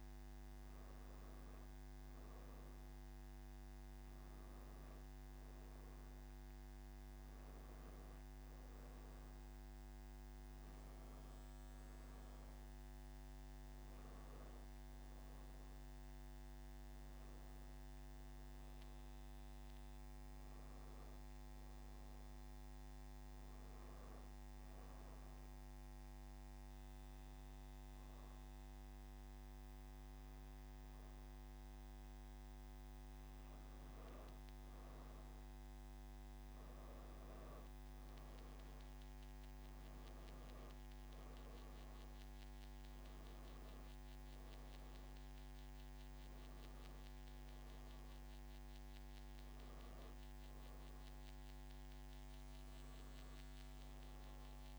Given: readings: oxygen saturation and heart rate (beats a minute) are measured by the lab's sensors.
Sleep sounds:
breathing in sleep, hard to hear, by a microphone on the trachea; 1
3.50-20.50 s: oxygen desaturation (device-marked, oxygen 97% before, 93% lowest)
17.50-20.50 s: arousal
24.50-35.00 s: obstructive apnea (oxygen 97% before, 88% lowest)
37.50-40.50 s: arousal
From the record:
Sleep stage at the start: N2 (light sleep); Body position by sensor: on the back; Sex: female

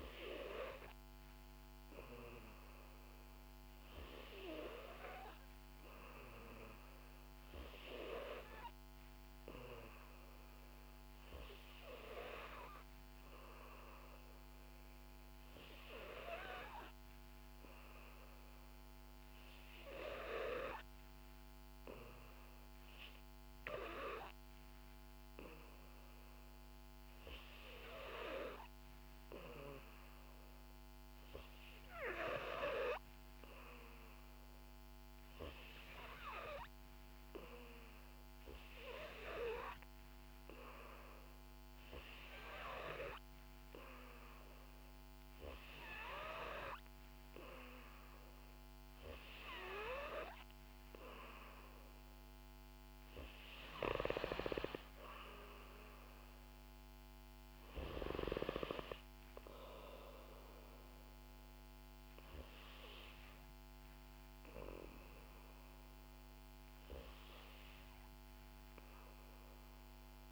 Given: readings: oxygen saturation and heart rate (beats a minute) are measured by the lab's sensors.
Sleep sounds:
breathing in sleep by a microphone on the trachea; none
none scored
From the record:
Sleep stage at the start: N2 (light sleep); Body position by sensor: on the back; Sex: female

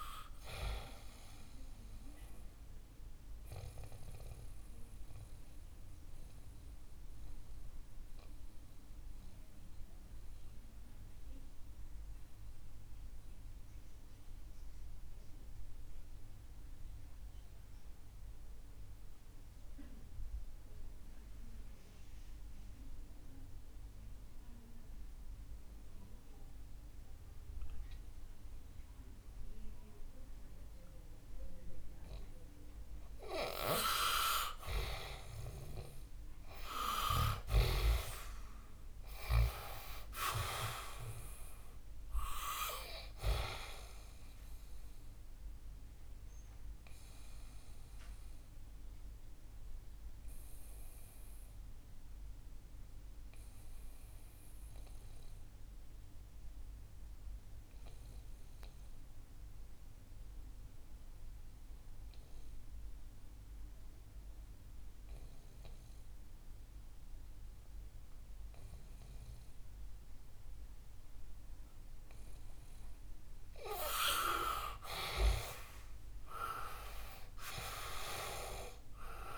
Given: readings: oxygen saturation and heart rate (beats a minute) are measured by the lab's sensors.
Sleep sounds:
breathing in sleep by a room microphone; 2
0.00-6.50 s: oxygen desaturation (device-marked, oxygen 93% lowest, heart rate 60 extreme)
2.00-32.50 s: mixed apnea (oxygen 98% before, 88% lowest, heart rate 69 before, 60 extreme, up 10 after)
17.50-25.50 s: oxygen desaturation (device-marked, oxygen 95% before, 89% lowest, heart rate 64 before, 61 extreme)
34.50-38.00 s: arousal
36.50-67.50 s: oxygen desaturation (device-marked, oxygen 99% before, 88% lowest, heart rate 64 before, 60 extreme)
46.00-73.00 s: obstructive apnea (oxygen 99% before, 88% lowest, heart rate 66 before, 60 extreme, up 9 after)
75.50-79.38 s: arousal
From the record:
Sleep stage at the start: N2 (light sleep); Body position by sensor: on the back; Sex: male

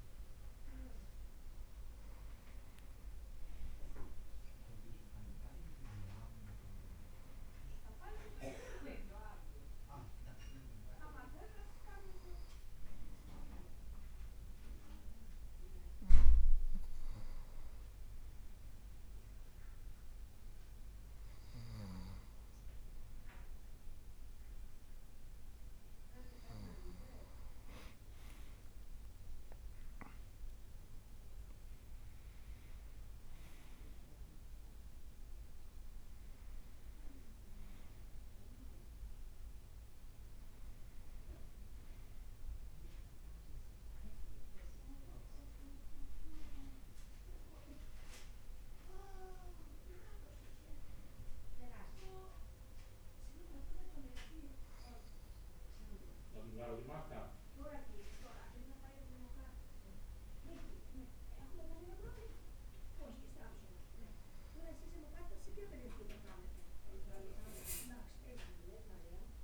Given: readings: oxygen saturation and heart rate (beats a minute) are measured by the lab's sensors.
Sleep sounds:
breathing in sleep by a room microphone; none
0.00-2.00 s: leg movement (device-marked)
3.50-69.44 s: new sleep stage, N2 (light sleep)
34.00-40.00 s: arousal
42.50-52.00 s: leg movement (device-marked)
65.50-69.44 s: leg movement (device-marked)
From the record:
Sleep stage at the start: N1 (lightest sleep); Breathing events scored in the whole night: 203 in 4.1 hours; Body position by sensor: on the right side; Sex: male

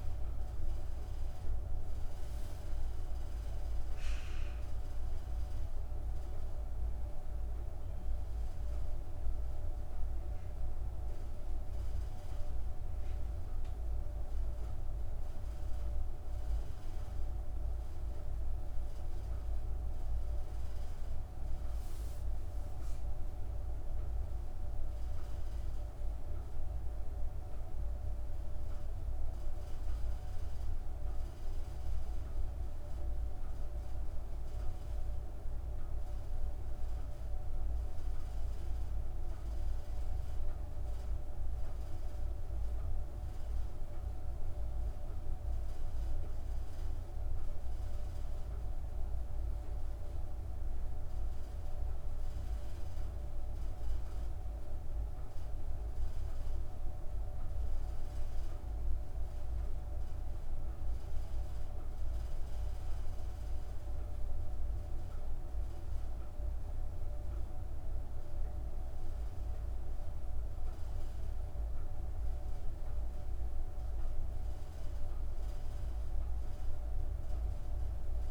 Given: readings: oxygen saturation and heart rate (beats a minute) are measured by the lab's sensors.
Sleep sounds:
breathing in sleep, hard to hear, by a room microphone; 1
31.00-34.50 s: arousal
37.50-49.50 s: mixed apnea (oxygen 99% before, 96% lowest, heart rate 93 before, 62 extreme)
52.00-78.31 s: new sleep stage, N2 (light sleep)
52.50-56.50 s: arousal
From the record:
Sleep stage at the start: N1 (lightest sleep); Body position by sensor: on the back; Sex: female

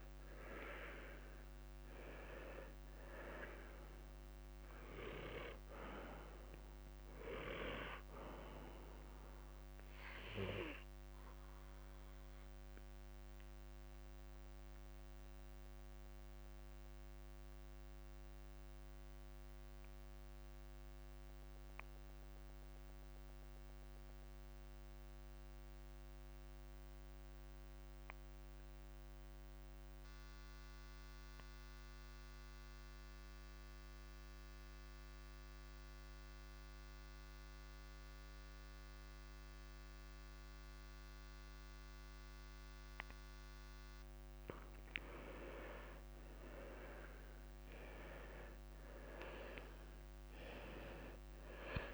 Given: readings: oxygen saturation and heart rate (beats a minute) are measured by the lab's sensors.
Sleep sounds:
breathing in sleep by a microphone on the trachea; 1
0.00-2.00 s: arousal
1.00-3.00 s: long interval between heartbeats (device-marked, heart rate 53 before, 76 extreme)
4.00-30.00 s: oxygen desaturation (device-marked, oxygen 98% before, 91% lowest, heart rate 56 before, 35 extreme)
6.50-8.50 s: long interval between heartbeats (device-marked, heart rate 57 before, 60 extreme)
12.50-44.50 s: mixed apnea (oxygen 98% before, 88% lowest, heart rate 58 before, 35 extreme, up 7 after)
24.00-26.00 s: long interval between heartbeats (device-marked, heart rate 57 before, 85 extreme)
42.00-51.94 s: oxygen desaturation (device-marked, oxygen 97% before, 88% lowest, heart rate 63 before, 35 extreme)
45.00-47.00 s: long interval between heartbeats (device-marked, heart rate 59 before, 55 extreme)
46.50-50.00 s: arousal
49.50-51.50 s: long interval between heartbeats (device-marked, heart rate 53 before, 48 extreme)
From the record:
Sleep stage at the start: N2 (light sleep); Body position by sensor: on the left side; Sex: male

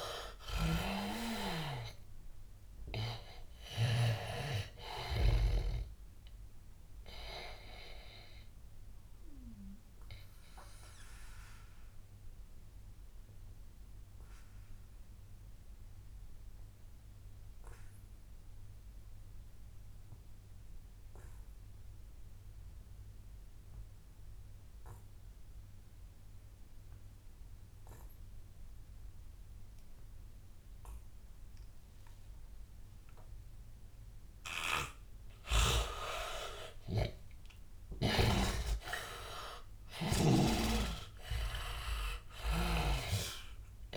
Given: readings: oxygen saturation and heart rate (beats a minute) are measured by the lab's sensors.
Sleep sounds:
breathing in sleep by a room microphone; 1
0.00-4.50 s: snoring (device-marked)
0.00-20.50 s: oxygen desaturation (device-marked, oxygen 76% lowest, heart rate 78 extreme)
8.50-34.00 s: obstructive apnea (oxygen 100% before, 76% lowest, heart rate 89 before, 78 extreme, up 17 after)
31.50-43.97 s: oxygen desaturation (device-marked, oxygen 100% before, 78% lowest, heart rate 85 before, 77 extreme)
37.00-41.00 s: arousal
From the record:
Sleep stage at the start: N2 (light sleep); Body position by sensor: on the back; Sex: male

